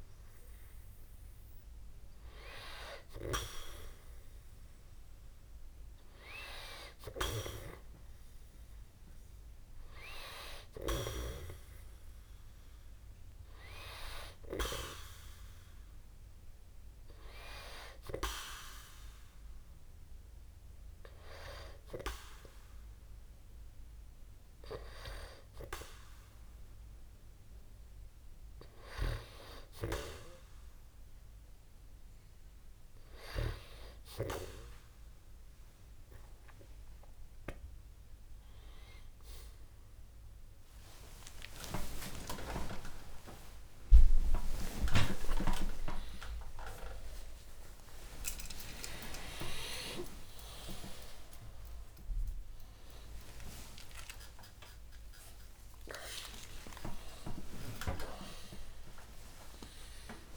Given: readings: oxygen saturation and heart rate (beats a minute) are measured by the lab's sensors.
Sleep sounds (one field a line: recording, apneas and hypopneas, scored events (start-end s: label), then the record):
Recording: a person partly awake in a sleep study, by a room microphone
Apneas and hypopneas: none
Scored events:
42.50-60.37 s: new sleep stage, awake
47.50-60.37 s: oxygen desaturation (device-marked, oxygen 94% before, 91% lowest)
From the record:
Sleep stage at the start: N2 (light sleep)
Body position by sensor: on the back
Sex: male